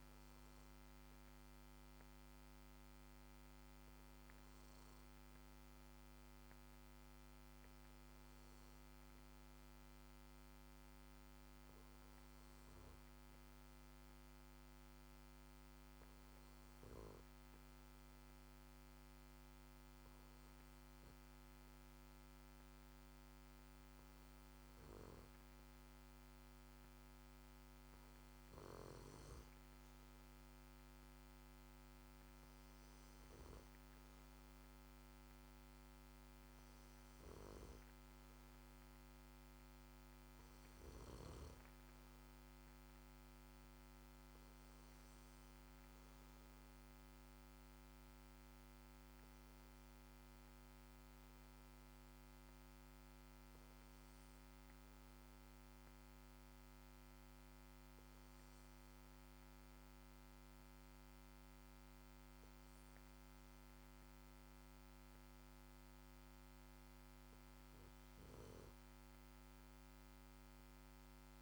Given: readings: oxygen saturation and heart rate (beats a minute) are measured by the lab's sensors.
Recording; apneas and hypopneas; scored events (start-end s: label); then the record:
breathing in sleep, hard to hear, by a microphone on the trachea; none
none scored
From the record:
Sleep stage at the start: N2 (light sleep); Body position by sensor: on the back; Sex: male